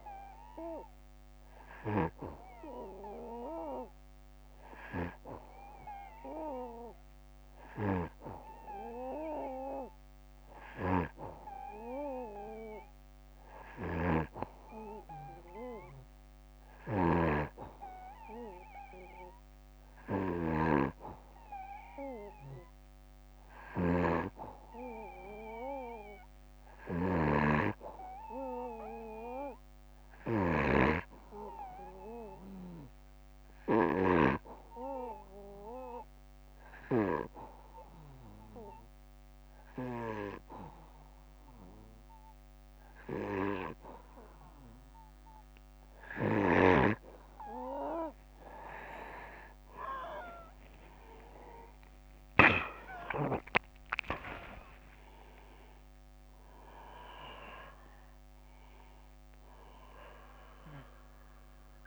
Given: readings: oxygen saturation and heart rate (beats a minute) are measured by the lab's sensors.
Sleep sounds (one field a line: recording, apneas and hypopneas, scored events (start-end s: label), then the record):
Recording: breathing in sleep by a microphone on the trachea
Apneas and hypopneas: 1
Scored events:
1.00-33.50 s: snoring (device-marked)
22.00-25.50 s: arousal
32.50-45.50 s: obstructive apnea (oxygen 94% before, 87% lowest, heart rate 66 before, 59 extreme, up 6 after)
50.50-54.00 s: arousal
From the record:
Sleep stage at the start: N2 (light sleep)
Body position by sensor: on the back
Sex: male